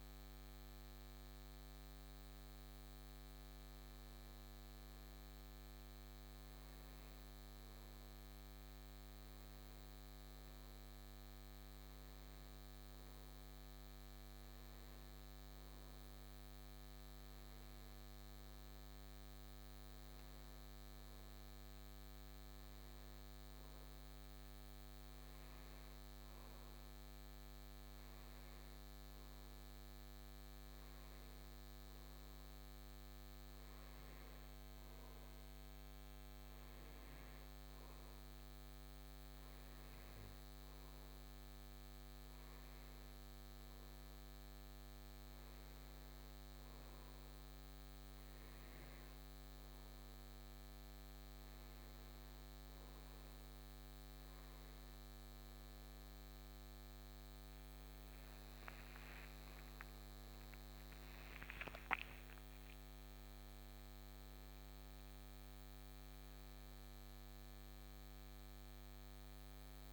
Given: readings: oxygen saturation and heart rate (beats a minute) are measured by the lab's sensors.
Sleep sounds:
breathing in sleep, hard to hear, by a microphone on the trachea; none
57.50-62.50 s: arousal
65.50-69.93 s: new sleep stage, N2 (light sleep)
From the record:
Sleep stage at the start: N1 (lightest sleep); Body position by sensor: on the right side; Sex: male

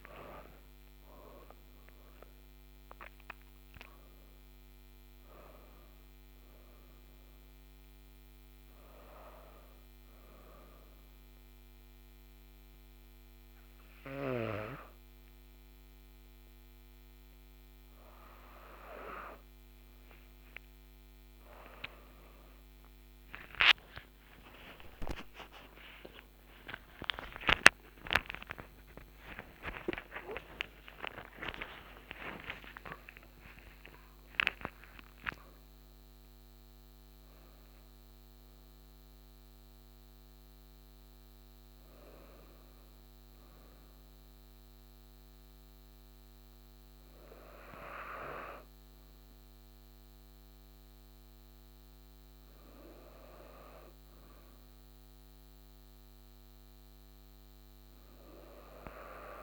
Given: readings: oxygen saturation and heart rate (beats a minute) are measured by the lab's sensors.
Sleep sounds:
a person awake in a sleep study, by a microphone on the trachea; none
15.50-45.50 s: new sleep stage, awake
45.50-59.43 s: new sleep stage, N2 (light sleep)
From the record:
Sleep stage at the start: N2 (light sleep); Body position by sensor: on the right side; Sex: female

